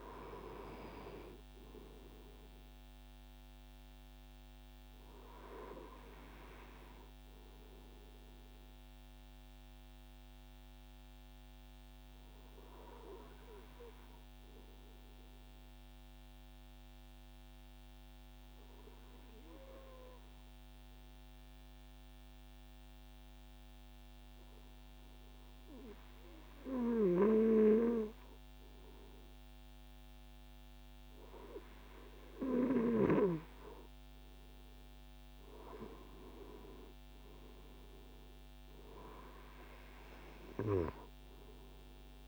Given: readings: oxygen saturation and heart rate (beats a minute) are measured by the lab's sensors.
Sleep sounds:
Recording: breathing in sleep by a microphone on the trachea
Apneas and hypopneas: 1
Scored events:
0.00-3.50 s: oxygen desaturation (device-marked, oxygen 94% lowest, heart rate 59 extreme)
8.00-30.50 s: obstructive apnea (oxygen 98% before, 96% lowest, heart rate 134 before, 59 extreme)
34.00-38.50 s: arousal
From the record:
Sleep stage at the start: N2 (light sleep)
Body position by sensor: on the right side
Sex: male

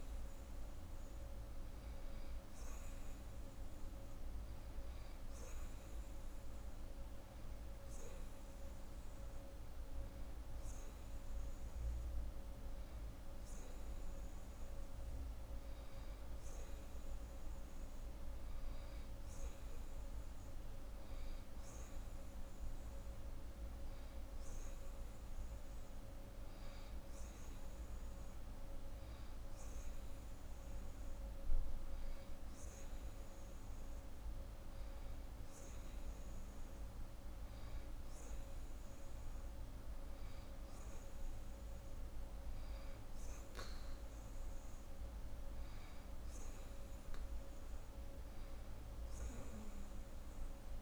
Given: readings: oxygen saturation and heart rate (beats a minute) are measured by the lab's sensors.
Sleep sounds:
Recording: breathing in sleep, hard to hear, by a room microphone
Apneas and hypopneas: none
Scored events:
none scored
From the record:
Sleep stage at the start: N2 (light sleep)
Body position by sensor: on the right side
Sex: female

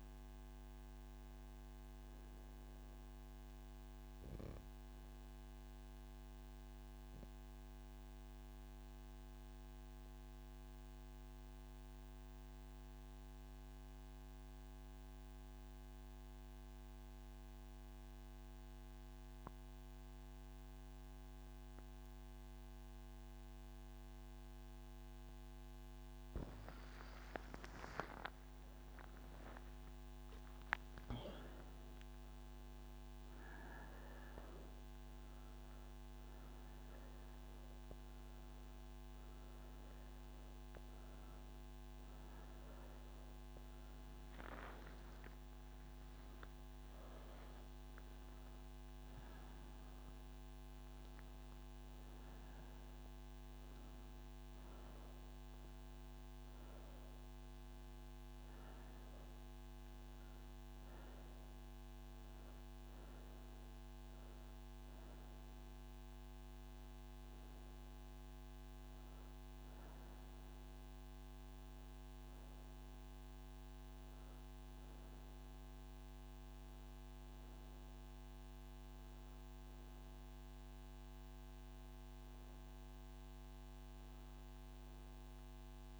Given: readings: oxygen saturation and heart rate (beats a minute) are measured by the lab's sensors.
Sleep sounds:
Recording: breathing in sleep, hard to hear, by a microphone on the trachea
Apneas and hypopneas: none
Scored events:
10.00-86.00 s: new sleep stage, N1 (lightest sleep)
29.00-86.00 s: oxygen desaturation (device-marked, oxygen 96% before, 86% lowest, heart rate 188 before, 145 extreme)
From the record:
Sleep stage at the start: N3 (deep sleep)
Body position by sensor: on the right side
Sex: female

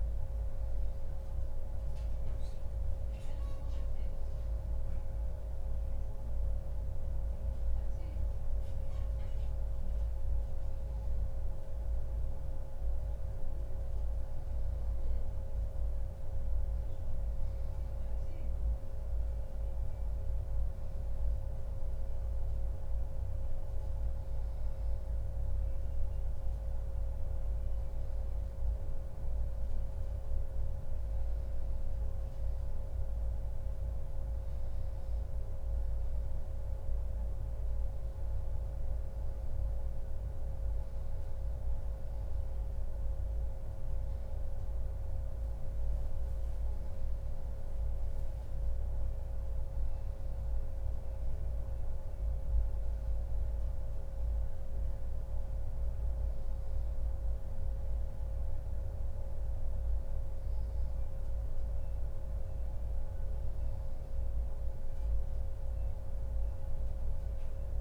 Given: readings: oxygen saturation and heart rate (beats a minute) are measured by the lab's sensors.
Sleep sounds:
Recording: breathing in sleep, hard to hear, by a room microphone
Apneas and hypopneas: none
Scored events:
none scored
From the record:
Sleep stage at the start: N2 (light sleep)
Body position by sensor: on the back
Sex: male

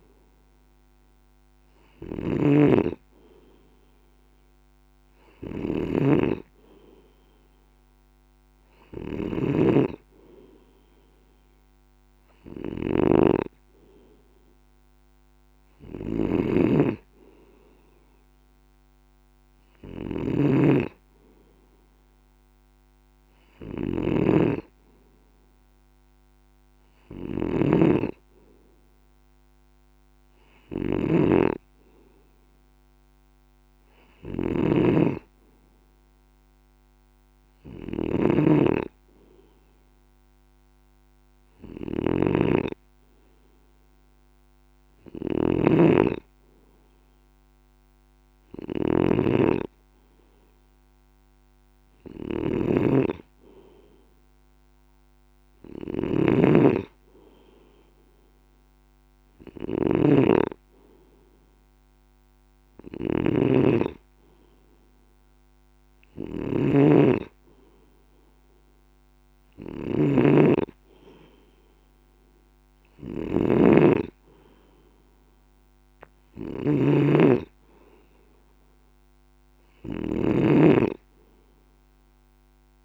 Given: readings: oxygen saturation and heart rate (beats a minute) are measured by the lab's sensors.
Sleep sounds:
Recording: breathing in sleep by a microphone on the trachea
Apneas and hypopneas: none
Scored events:
0.00-82.85 s: snoring (device-marked)
From the record:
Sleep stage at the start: N2 (light sleep)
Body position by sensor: on the left side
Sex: male

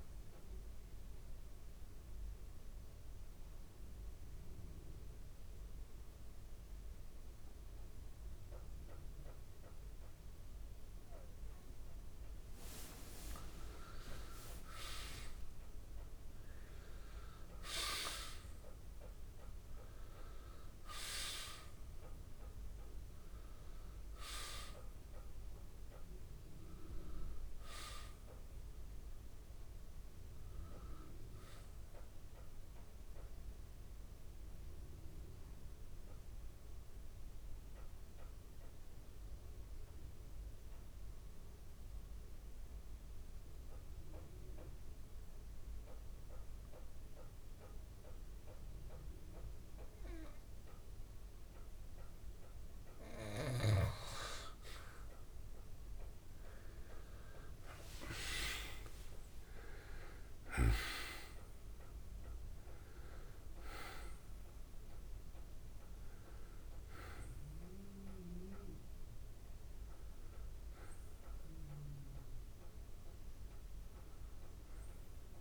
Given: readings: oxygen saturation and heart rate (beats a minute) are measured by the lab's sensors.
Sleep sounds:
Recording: breathing in sleep by a room microphone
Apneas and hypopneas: 2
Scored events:
0.00-8.00 s: oxygen desaturation (device-marked, oxygen 91% lowest, heart rate 66 extreme)
0.50-12.50 s: mixed apnea (oxygen 95% before, 86% lowest, heart rate 76 before, 66 extreme, up 4 after)
15.50-19.50 s: arousal
19.00-36.00 s: oxygen desaturation (device-marked, oxygen 94% before, 86% lowest, heart rate 67 before, 66 extreme)
33.00-51.50 s: mixed apnea (oxygen 94% before, 86% lowest, heart rate 69 before, 66 extreme, up 21 after)
54.00-75.41 s: oxygen desaturation (device-marked, oxygen 97% before, 86% lowest, heart rate 67 before, 65 extreme)
56.00-61.00 s: arousal
From the record:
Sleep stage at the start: N2 (light sleep)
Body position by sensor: on the back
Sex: male

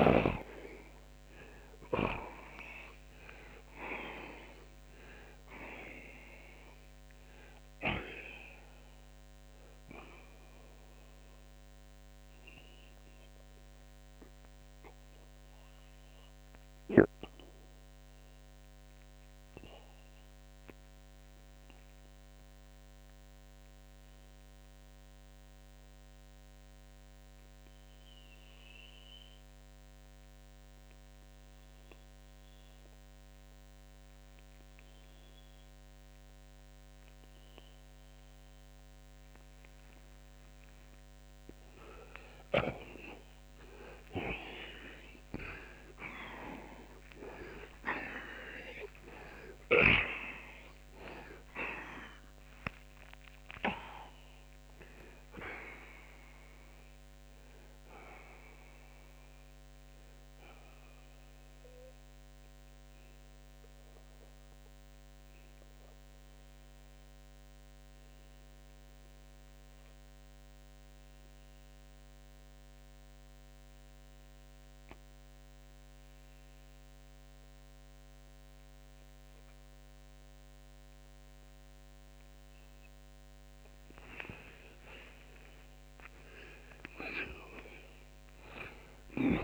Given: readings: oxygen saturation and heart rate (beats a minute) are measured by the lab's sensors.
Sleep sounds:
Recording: breathing in sleep by a microphone on the trachea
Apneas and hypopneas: 2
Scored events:
2.00-33.00 s: oxygen desaturation (device-marked, oxygen 93% before, 78% lowest)
11.50-39.50 s: mixed apnea (oxygen 93% before, 78% lowest)
42.00-46.50 s: arousal
50.00-86.00 s: oxygen desaturation (device-marked, oxygen 94% before, 79% lowest)
61.00-83.00 s: mixed apnea (oxygen 94% before, 79% lowest)
86.00-89.43 s: arousal
From the record:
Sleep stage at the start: N2 (light sleep)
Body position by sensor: on the back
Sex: male

